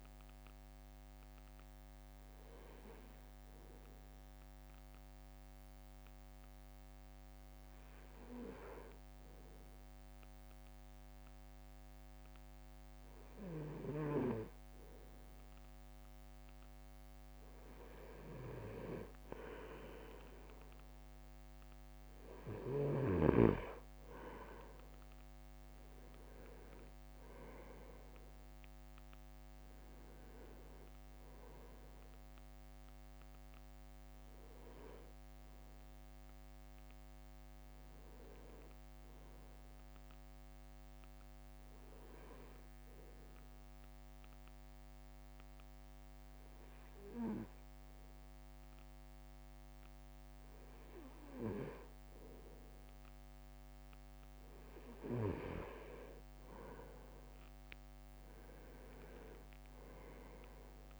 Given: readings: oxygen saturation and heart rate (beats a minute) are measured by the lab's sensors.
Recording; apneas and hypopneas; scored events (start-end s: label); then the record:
breathing in sleep by a microphone on the trachea; 2
0.00-8.50 s: drop in pulse transit time (device-marked, heart rate 54 extreme)
4.00-19.50 s: hypopnea (oxygen 97% before, 96% lowest, heart rate 57 before, 54 extreme, up 2 after)
25.00-27.50 s: leg movement (device-marked)
25.50-37.50 s: drop in pulse transit time (device-marked, heart rate 56 before, 54 extreme)
26.00-30.50 s: arousal
42.00-54.50 s: hypopnea (oxygen 98% before, 96% lowest, heart rate 56 before, 52 extreme, up 4 after)
56.50-59.00 s: leg movement (device-marked)
56.50-61.00 s: drop in pulse transit time (device-marked, heart rate 55 before, 52 extreme)
57.00-61.00 s: arousal
From the record:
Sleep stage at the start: N2 (light sleep); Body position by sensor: on the right side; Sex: male